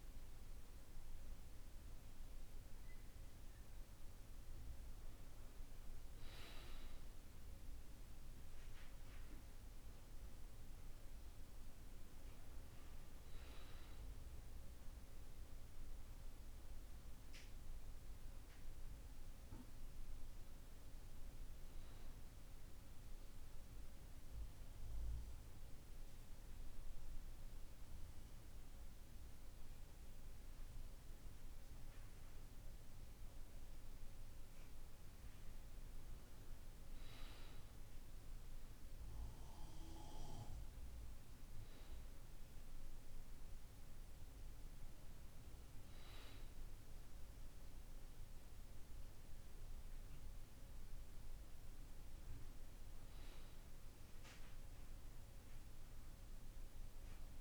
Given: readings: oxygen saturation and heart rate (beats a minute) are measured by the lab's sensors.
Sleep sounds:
breathing in sleep, hard to hear, by a room microphone; none
54.00-57.41 s: new sleep stage, N2 (light sleep)
From the record:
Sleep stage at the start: N1 (lightest sleep); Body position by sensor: on the back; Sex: male

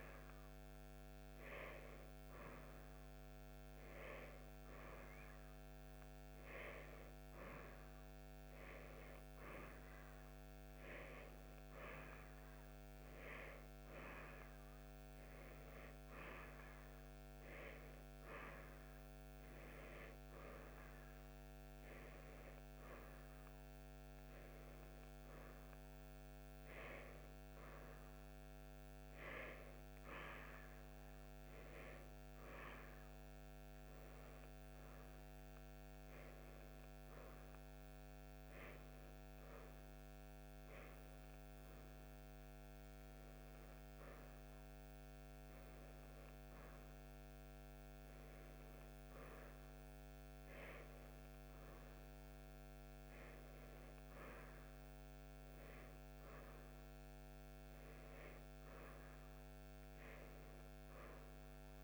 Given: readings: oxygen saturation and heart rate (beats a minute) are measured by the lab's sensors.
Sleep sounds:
breathing in sleep by a microphone on the trachea; none
none scored
From the record:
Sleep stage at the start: N1 (lightest sleep); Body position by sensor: on the right side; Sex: female

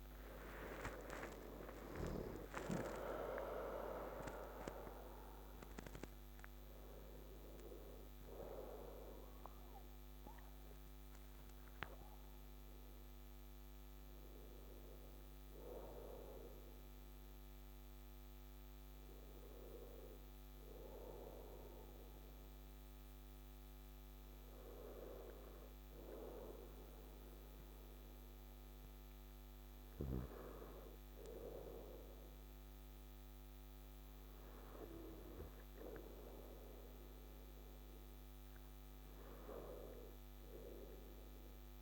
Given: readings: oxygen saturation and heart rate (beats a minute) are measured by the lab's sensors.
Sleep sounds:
a person partly awake in a sleep study, by a microphone on the trachea; none
0.00-17.00 s: oxygen desaturation (device-marked, oxygen 93% lowest, heart rate 55 extreme)
18.00-41.82 s: new sleep stage, N2 (light sleep)
37.00-38.00 s: oxygen desaturation (device-marked, oxygen 100% before, 98% lowest, heart rate 59 before, 58 extreme)
From the record:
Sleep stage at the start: awake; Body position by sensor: on the right side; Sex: male

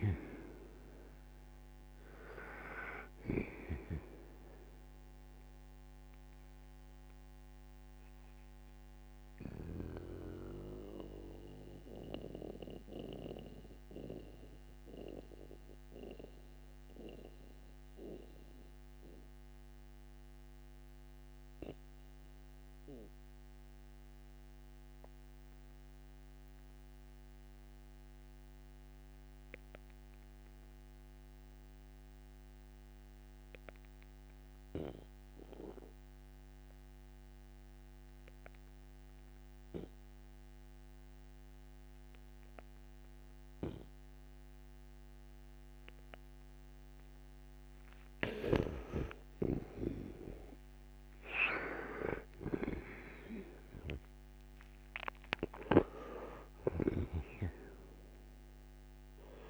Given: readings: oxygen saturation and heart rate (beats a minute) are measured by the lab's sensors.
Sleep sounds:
breathing in sleep by a microphone on the trachea; 1
0.00-26.50 s: oxygen desaturation (device-marked, oxygen 78% lowest, heart rate 59 extreme)
3.00-9.50 s: snoring (device-marked)
6.50-46.50 s: mixed apnea (oxygen 98% before, 77% lowest, heart rate 72 before, 61 extreme, up 16 after)
41.50-59.50 s: oxygen desaturation (device-marked, oxygen 97% before, 77% lowest, heart rate 62 before, 57 extreme)
49.00-54.50 s: arousal
From the record:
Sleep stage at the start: N2 (light sleep); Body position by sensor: on the right side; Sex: male

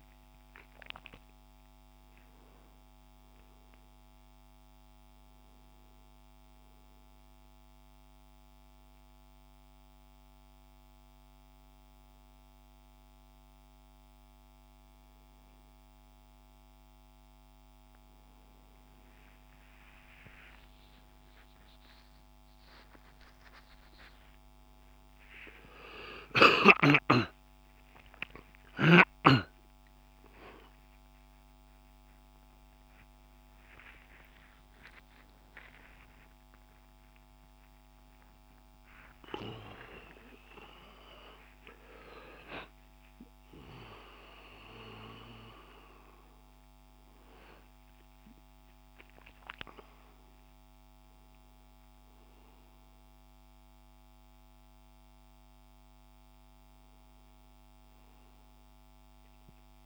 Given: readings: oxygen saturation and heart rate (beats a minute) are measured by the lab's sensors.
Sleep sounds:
a person awake in a sleep study, by a microphone on the trachea; 1
0.00-2.00 s: arousal
6.50-18.00 s: hypopnea (oxygen 97% before, 95% lowest, heart rate 74 before, 69 extreme, up 17 after)
18.00-48.00 s: new sleep stage, awake
48.00-59.86 s: new sleep stage, N1 (lightest sleep)
From the record:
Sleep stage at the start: N2 (light sleep); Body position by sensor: on the right side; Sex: male

